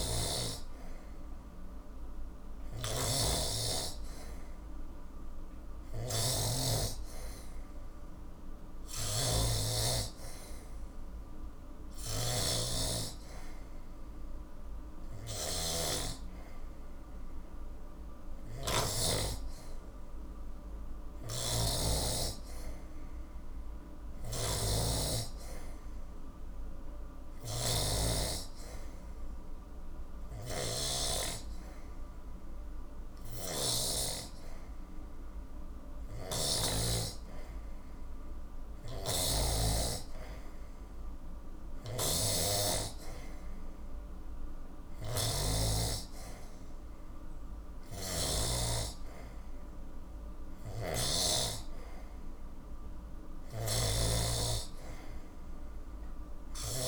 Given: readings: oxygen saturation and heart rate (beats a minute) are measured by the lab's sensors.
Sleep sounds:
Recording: breathing in sleep by a room microphone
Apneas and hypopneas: none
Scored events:
0.00-19.00 s: snoring (device-marked)
21.00-36.50 s: snoring (device-marked)
38.50-48.50 s: snoring (device-marked)
50.50-56.88 s: snoring (device-marked)
From the record:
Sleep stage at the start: N2 (light sleep)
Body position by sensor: on the back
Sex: male

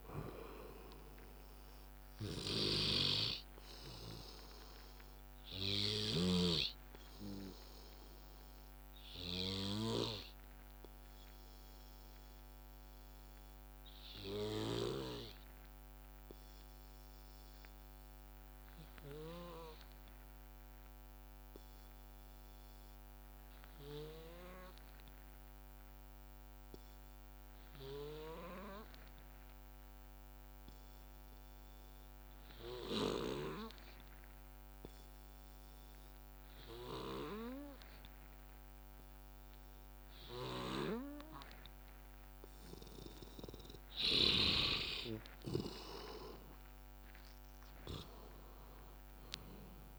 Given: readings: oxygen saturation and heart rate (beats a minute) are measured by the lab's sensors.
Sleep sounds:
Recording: breathing in sleep by a microphone on the trachea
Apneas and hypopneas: 1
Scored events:
0.00-17.00 s: oxygen desaturation (device-marked, oxygen 88% lowest, heart rate 54 extreme)
6.00-26.00 s: bradycardia (device-marked, heart rate 64 before, 54 extreme)
8.50-43.50 s: obstructive apnea (oxygen 98% before, 88% lowest, heart rate 67 before, 54 extreme, up 20 after)
27.00-30.00 s: bradycardia (device-marked, heart rate 64 before, 59 extreme)
31.00-34.00 s: bradycardia (device-marked, heart rate 64 before, 58 extreme)
34.00-49.98 s: oxygen desaturation (device-marked, oxygen 98% before, 88% lowest, heart rate 58 before, 55 extreme)
36.00-43.00 s: bradycardia (device-marked, heart rate 64 before, 58 extreme)
46.00-49.98 s: arousal
46.00-49.98 s: drop in pulse transit time (device-marked, heart rate 59 before, 59 extreme)
From the record:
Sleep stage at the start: N2 (light sleep)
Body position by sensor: on the back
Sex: male

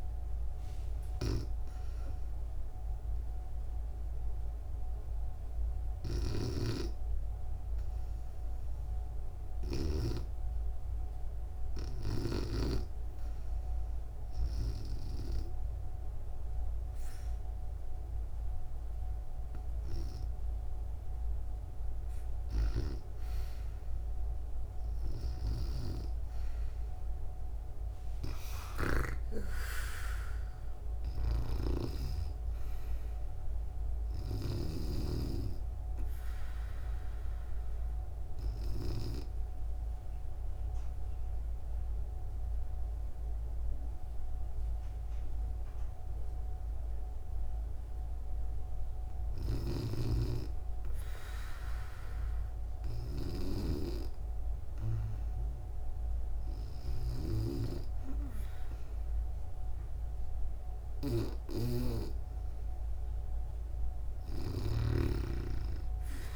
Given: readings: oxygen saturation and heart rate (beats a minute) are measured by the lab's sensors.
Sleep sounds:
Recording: breathing in sleep by a room microphone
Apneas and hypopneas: 2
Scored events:
5.50-14.00 s: snoring (device-marked)
11.00-22.50 s: hypopnea (oxygen 96% before, 94% lowest, heart rate 66 before, 64 extreme, up 5 after)
24.50-28.50 s: arousal
24.50-28.50 s: snoring (device-marked)
30.50-38.50 s: snoring (device-marked)
38.00-49.00 s: obstructive apnea (oxygen 96% before, 93% lowest, heart rate 68 before, 62 extreme, up 5 after)
48.50-66.36 s: snoring (device-marked)
51.50-55.00 s: arousal
From the record:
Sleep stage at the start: REM sleep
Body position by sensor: on the back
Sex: female

